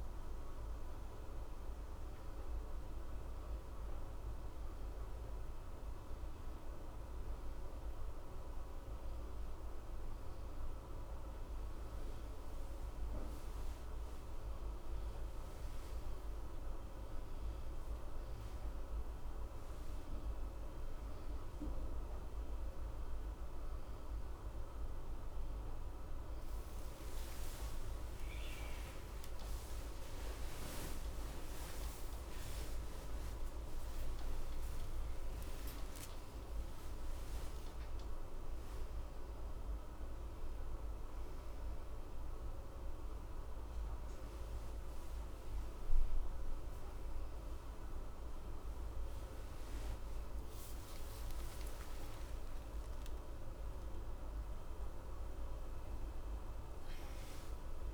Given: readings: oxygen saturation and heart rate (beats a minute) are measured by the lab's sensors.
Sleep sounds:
a person partly awake in a sleep study, hard to hear, by a room microphone; none
32.50-57.94 s: new sleep stage, awake
From the record:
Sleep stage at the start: N1 (lightest sleep); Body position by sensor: on the left side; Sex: male

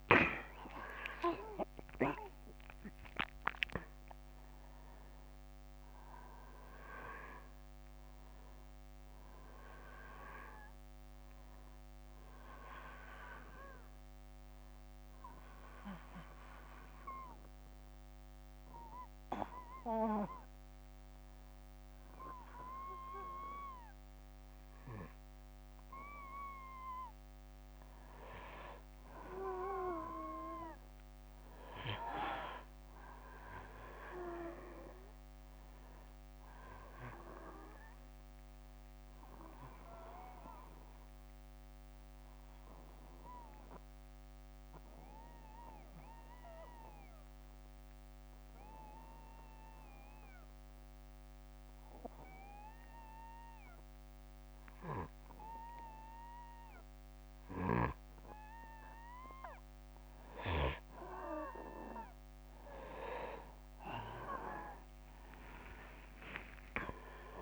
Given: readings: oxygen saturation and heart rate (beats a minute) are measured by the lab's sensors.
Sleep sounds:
a person partly awake in a sleep study, by a microphone on the trachea; 2
14.00-67.42 s: new sleep stage, N2 (light sleep)
15.00-26.00 s: obstructive apnea (oxygen 97% before, 92% lowest, heart rate 67 before, 59 extreme, up 4 after)
28.50-32.50 s: arousal
39.50-58.50 s: obstructive apnea (oxygen 97% before, 92% lowest, heart rate 63 before, 58 extreme, up 7 after)
61.50-65.50 s: arousal
66.00-67.42 s: oxygen desaturation (device-marked, oxygen 97% before, 92% lowest, heart rate 61 before, 60 extreme)
From the record:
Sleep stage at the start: awake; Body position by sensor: on the back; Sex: male

